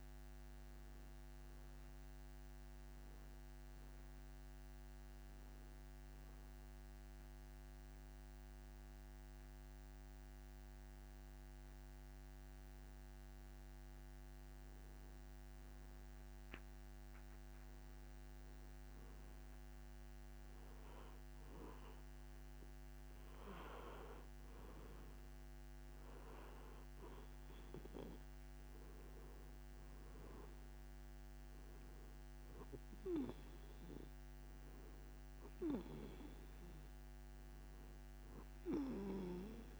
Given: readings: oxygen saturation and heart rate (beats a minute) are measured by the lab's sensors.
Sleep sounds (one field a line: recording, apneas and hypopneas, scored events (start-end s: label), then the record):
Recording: breathing in sleep by a microphone on the trachea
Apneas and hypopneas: 1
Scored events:
10.00-20.50 s: hypopnea (oxygen 95% before, 92% lowest)
27.00-31.00 s: arousal
From the record:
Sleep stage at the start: N2 (light sleep)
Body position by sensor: on the back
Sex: male